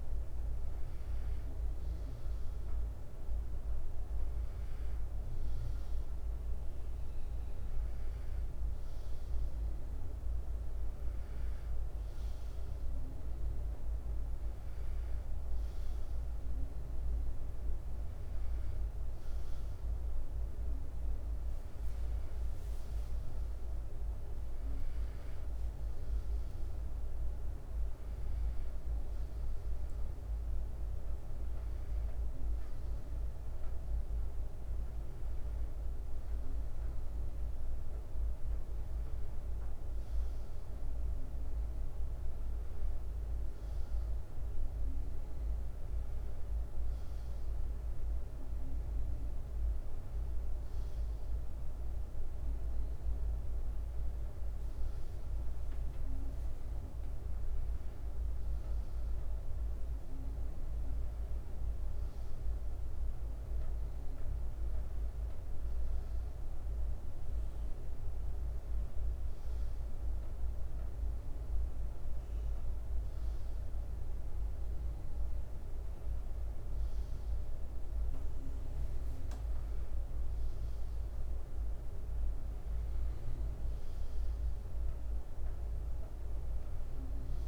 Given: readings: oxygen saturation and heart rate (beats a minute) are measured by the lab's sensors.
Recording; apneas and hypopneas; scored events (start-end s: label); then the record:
breathing in sleep, hard to hear, by a room microphone; none
4.50-6.50 s: bradycardia (device-marked, heart rate 66 before, 60 extreme)
9.50-11.50 s: bradycardia (device-marked, heart rate 66 before, 60 extreme)
44.50-55.50 s: bradycardia (device-marked, heart rate 67 before, 56 extreme)
53.50-87.47 s: new sleep stage, N2 (light sleep)
65.50-67.50 s: bradycardia (device-marked, heart rate 66 before, 59 extreme)
68.50-74.50 s: bradycardia (device-marked, heart rate 66 before, 58 extreme)
From the record:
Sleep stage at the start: N1 (lightest sleep); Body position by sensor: on the front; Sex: male